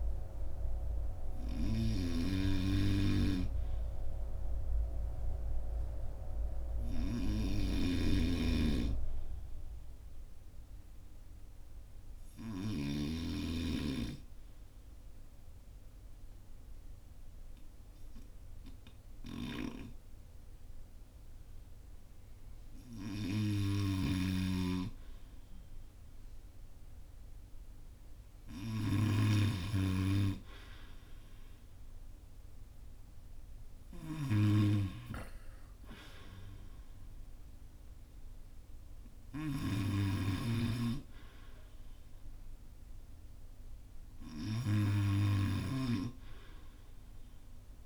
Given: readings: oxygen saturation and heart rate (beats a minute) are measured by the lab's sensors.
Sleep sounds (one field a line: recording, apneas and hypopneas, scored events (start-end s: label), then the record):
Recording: breathing in sleep by a room microphone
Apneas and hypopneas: 1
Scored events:
0.00-3.50 s: arousal
0.00-13.00 s: snoring (device-marked)
10.00-23.50 s: hypopnea (oxygen 95% before, 90% lowest, heart rate 46 before, 45 extreme, up 11 after)
26.50-29.50 s: arousal
33.50-39.50 s: snoring (device-marked)
46.50-47.86 s: oxygen desaturation (device-marked, oxygen 93% before, 90% lowest, heart rate 57 before, 38 extreme)
From the record:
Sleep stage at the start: N2 (light sleep)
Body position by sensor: on the front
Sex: male